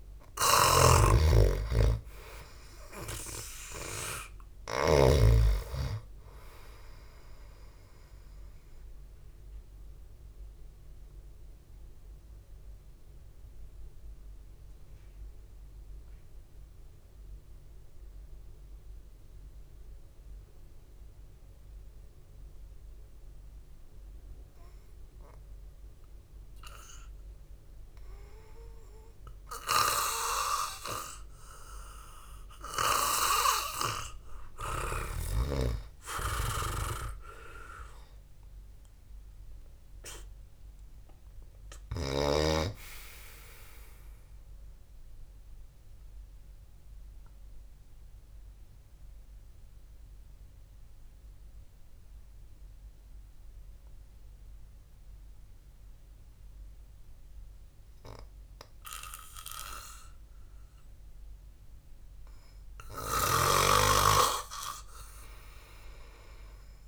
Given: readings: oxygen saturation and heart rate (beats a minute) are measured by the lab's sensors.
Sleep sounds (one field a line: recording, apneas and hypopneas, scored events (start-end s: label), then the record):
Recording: breathing in sleep by a room microphone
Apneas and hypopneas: 2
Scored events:
0.00-6.00 s: snoring (device-marked)
2.50-6.50 s: arousal
11.50-29.50 s: obstructive apnea (oxygen 94% before, 90% lowest, heart rate 57 before, 53 extreme)
35.00-45.00 s: oxygen desaturation (device-marked, oxygen 97% before, 93% lowest, heart rate 64 before, 54 extreme)
36.50-41.00 s: arousal
46.50-62.50 s: mixed apnea (oxygen 97% before, 90% lowest, heart rate 60 before, 53 extreme, up 0 after)
57.00-66.87 s: oxygen desaturation (device-marked, oxygen 94% before, 90% lowest, heart rate 63 before, 53 extreme)
63.50-66.87 s: snoring (device-marked)
From the record:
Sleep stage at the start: N2 (light sleep)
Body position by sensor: on the back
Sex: male